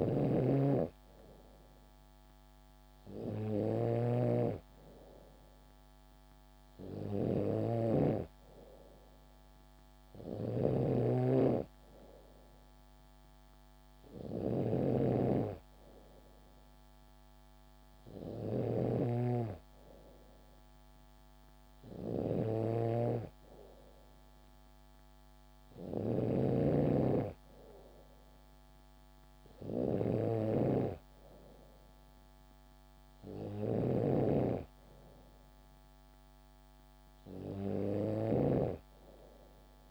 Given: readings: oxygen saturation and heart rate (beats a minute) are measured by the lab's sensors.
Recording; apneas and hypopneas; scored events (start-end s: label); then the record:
breathing in sleep by a microphone on the trachea; none
0.00-39.90 s: snoring (device-marked)
From the record:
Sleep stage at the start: N2 (light sleep); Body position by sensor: on the back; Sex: female